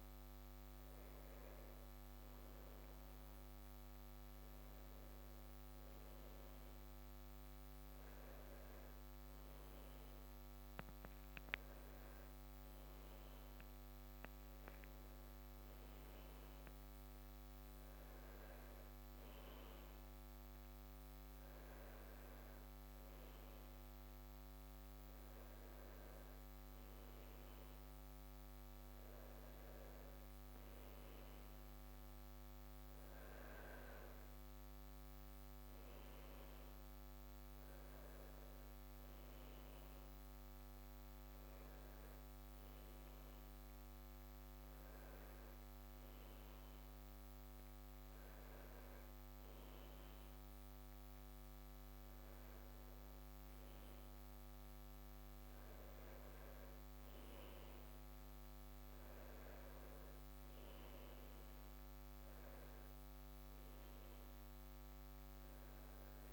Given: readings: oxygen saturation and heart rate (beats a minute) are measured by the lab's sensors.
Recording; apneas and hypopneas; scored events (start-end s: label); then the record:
breathing in sleep, hard to hear, by a microphone on the trachea; none
none scored
From the record:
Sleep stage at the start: N1 (lightest sleep); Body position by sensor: on the back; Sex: male